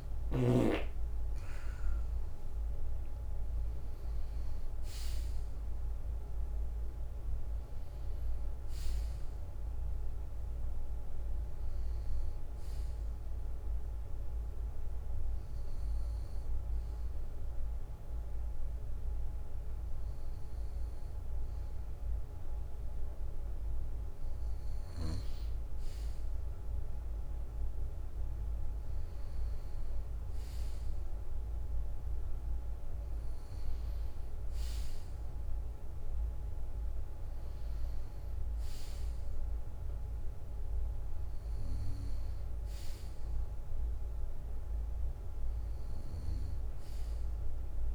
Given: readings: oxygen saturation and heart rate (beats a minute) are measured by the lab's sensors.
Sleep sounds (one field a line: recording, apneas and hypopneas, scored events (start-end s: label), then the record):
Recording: a person awake in a sleep study, hard to hear, by a room microphone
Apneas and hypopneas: none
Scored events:
29.00-47.95 s: new sleep stage, N1 (lightest sleep)
From the record:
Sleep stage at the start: awake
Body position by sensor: on the back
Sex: male